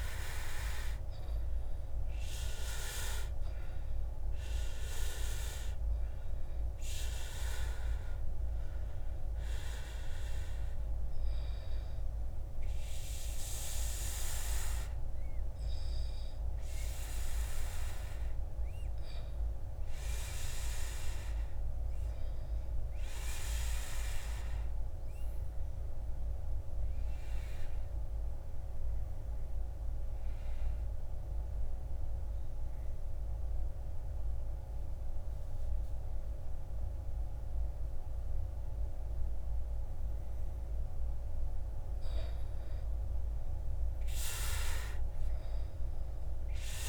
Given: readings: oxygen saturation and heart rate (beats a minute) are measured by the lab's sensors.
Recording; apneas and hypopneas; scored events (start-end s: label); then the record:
breathing in sleep by a room microphone; 1
0.00-2.50 s: arousal
0.00-29.50 s: oxygen desaturation (device-marked, oxygen 81% lowest, heart rate 55 extreme)
26.00-41.50 s: obstructive apnea (oxygen 97% before, 83% lowest, heart rate 62 before, 55 extreme, up 7 after)
43.00-46.50 s: arousal
From the record:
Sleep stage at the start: N2 (light sleep); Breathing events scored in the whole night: 376 in 4.7 hours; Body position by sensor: on the back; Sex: male